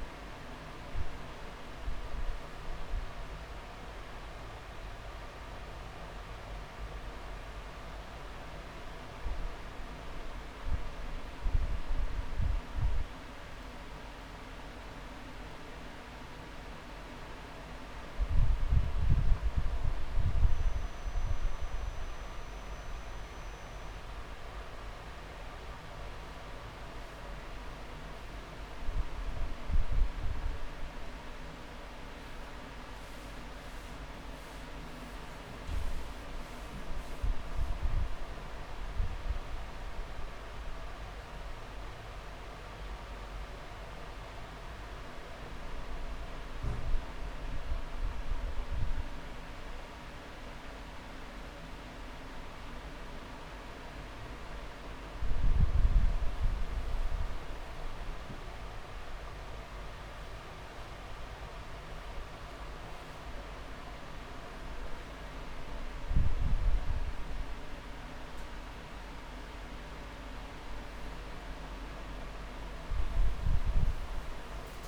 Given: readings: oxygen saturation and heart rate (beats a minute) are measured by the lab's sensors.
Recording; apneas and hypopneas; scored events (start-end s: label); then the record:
breathing in sleep, hard to hear, by a room microphone; 1
2.50-10.50 s: drop in pulse transit time (device-marked)
4.50-6.50 s: long interval between heartbeats (device-marked)
28.50-33.00 s: arousal
30.00-32.00 s: long interval between heartbeats (device-marked)
38.50-40.50 s: long interval between heartbeats (device-marked)
43.00-55.00 s: hypopnea (oxygen 97% before, 94% lowest)
53.00-55.00 s: long interval between heartbeats (device-marked)
58.50-60.50 s: long interval between heartbeats (device-marked)
59.50-63.00 s: arousal
65.50-74.88 s: oxygen desaturation (device-marked, oxygen 97% before, 94% lowest)
From the record:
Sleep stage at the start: N2 (light sleep); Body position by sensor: on the back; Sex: male